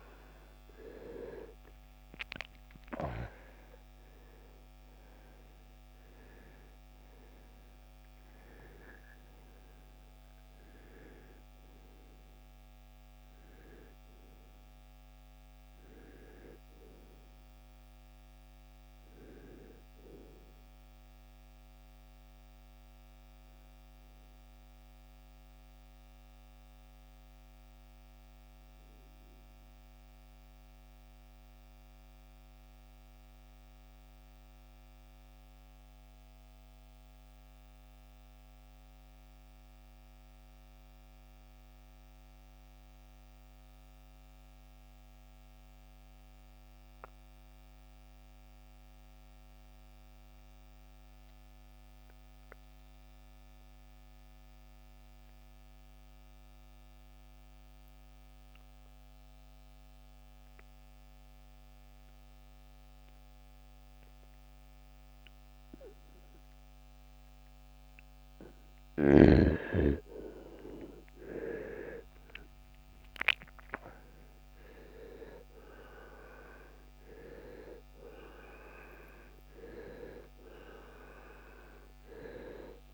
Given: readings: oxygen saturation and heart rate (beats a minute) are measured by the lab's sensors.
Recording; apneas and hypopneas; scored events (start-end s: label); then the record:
breathing in sleep by a microphone on the trachea; 1
24.50-67.50 s: mixed apnea (oxygen 96% before, 79% lowest, heart rate 75 before, 37 extreme, up 31 after)
30.00-48.00 s: oxygen desaturation (device-marked, oxygen 95% before, 81% lowest, heart rate 75 before, 37 extreme)
69.00-74.00 s: arousal
From the record:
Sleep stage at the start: REM sleep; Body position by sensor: on the right side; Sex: male